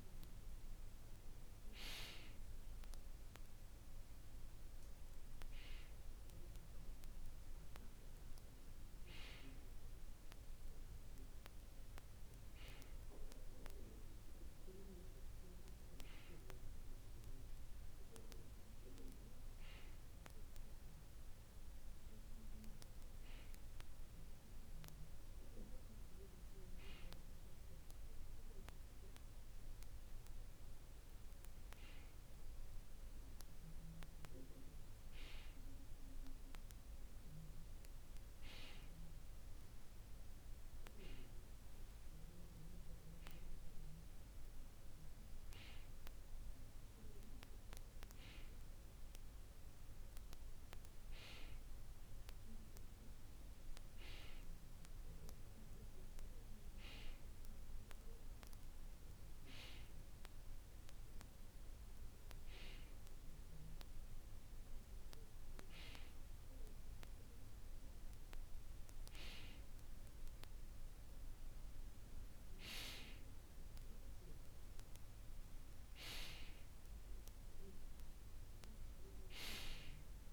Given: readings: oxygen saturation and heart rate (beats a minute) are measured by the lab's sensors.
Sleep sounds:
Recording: breathing in sleep by a room microphone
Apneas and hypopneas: none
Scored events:
none scored
From the record:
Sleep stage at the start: N2 (light sleep)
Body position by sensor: on the back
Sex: male

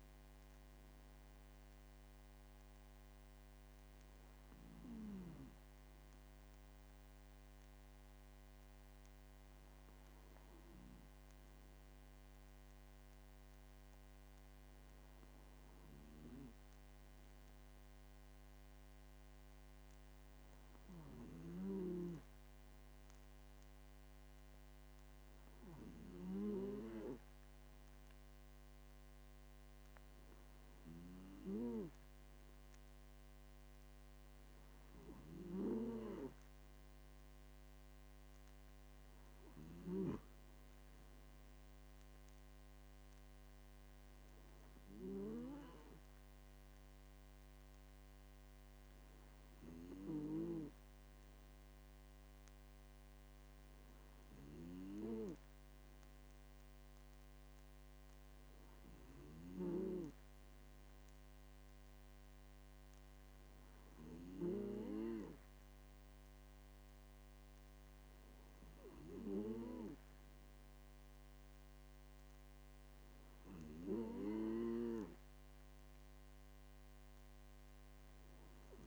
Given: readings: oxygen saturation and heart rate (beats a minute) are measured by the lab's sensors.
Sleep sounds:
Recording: a person awake in a sleep study, by a microphone on the trachea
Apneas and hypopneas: none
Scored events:
35.50-40.00 s: snoring (device-marked)
59.00-64.50 s: snoring (device-marked)
From the record:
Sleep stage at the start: awake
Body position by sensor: on the left side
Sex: male

